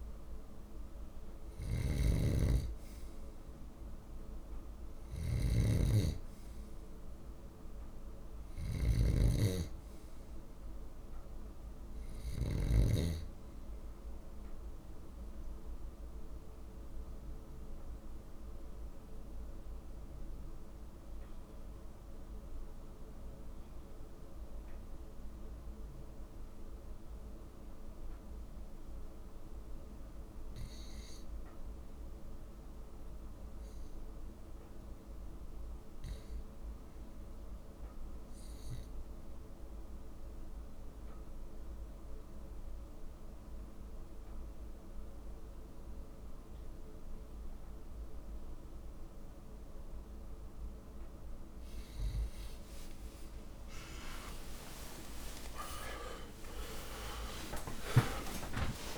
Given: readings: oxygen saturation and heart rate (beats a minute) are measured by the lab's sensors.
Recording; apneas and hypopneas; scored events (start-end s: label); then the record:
breathing in sleep by a room microphone; 2
0.00-12.50 s: snoring (device-marked)
6.00-10.00 s: arousal
13.50-28.00 s: obstructive apnea (oxygen 94% before, 90% lowest, heart rate 56 before, 57 extreme, up 2 after)
30.00-34.00 s: arousal
39.50-52.00 s: obstructive apnea (oxygen 95% before, 89% lowest, heart rate 59 before, 57 extreme)
55.50-58.98 s: new sleep stage, awake
From the record:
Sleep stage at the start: REM sleep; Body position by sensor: on the left side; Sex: male